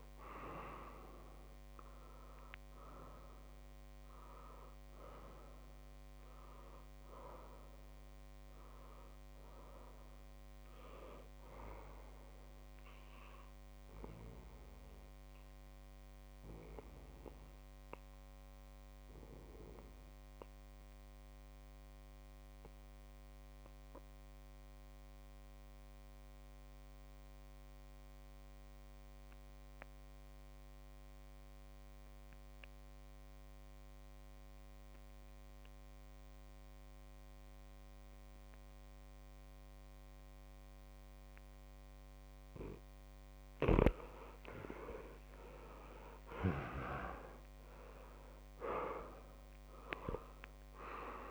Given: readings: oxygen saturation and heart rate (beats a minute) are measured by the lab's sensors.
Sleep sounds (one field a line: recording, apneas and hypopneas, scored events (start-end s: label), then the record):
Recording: breathing in sleep by a microphone on the trachea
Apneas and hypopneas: 1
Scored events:
0.00-8.00 s: oxygen desaturation (device-marked, oxygen 89% lowest)
11.50-42.50 s: obstructive apnea (oxygen 96% before, 89% lowest)
39.00-51.31 s: oxygen desaturation (device-marked, oxygen 98% before, 90% lowest)
44.00-48.50 s: arousal
From the record:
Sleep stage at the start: N2 (light sleep)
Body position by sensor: on the back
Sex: male